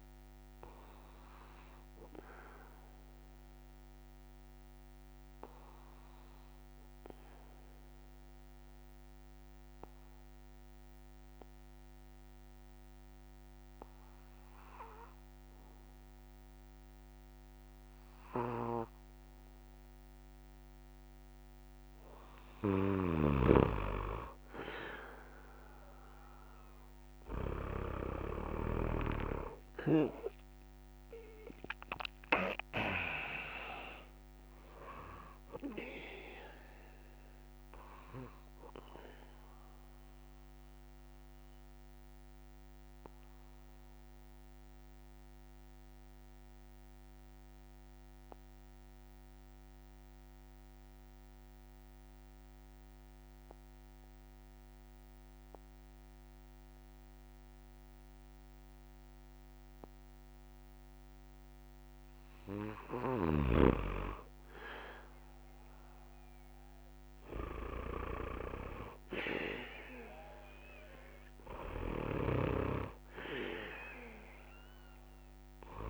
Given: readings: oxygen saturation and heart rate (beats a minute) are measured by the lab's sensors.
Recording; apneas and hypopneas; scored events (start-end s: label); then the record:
breathing in sleep by a microphone on the trachea; 2
0.00-15.50 s: oxygen desaturation (device-marked, oxygen 94% lowest)
1.00-22.00 s: obstructive apnea (oxygen 99% before, 93% lowest)
23.00-27.50 s: snoring (device-marked)
28.50-44.50 s: oxygen desaturation (device-marked, oxygen 99% before, 93% lowest)
38.50-62.00 s: obstructive apnea (oxygen 99% before, 93% lowest)
46.50-60.50 s: oxygen desaturation (device-marked, oxygen 96% before, 93% lowest)
63.00-75.90 s: snoring (device-marked)
From the record:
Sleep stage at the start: N3 (deep sleep); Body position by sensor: on the back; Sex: male